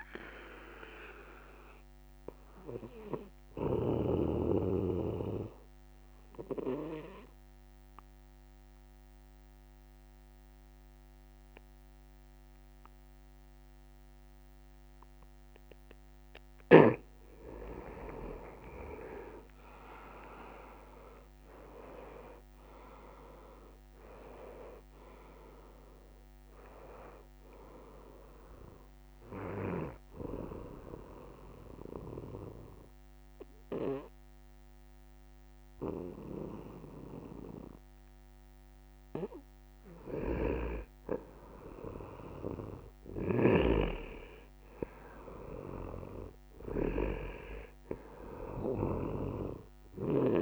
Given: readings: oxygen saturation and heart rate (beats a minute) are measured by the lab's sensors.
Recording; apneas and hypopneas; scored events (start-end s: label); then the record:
breathing in sleep by a microphone on the trachea; 2
0.00-13.50 s: oxygen desaturation (device-marked, oxygen 91% lowest, heart rate 70 extreme)
2.50-17.00 s: obstructive apnea (oxygen 97% before, 91% lowest, heart rate 114 before, 70 extreme, up 15 after)
18.50-23.50 s: arousal
23.50-31.50 s: oxygen desaturation (device-marked, oxygen 97% before, 94% lowest, heart rate 74 before, 70 extreme)
30.00-40.00 s: obstructive apnea (oxygen 97% before, 88% lowest, heart rate 76 before, 68 extreme, up 3 after)
41.50-50.42 s: oxygen desaturation (device-marked, oxygen 95% before, 92% lowest, heart rate 75 before, 68 extreme)
42.50-46.00 s: arousal
From the record:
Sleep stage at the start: N2 (light sleep); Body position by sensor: on the right side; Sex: male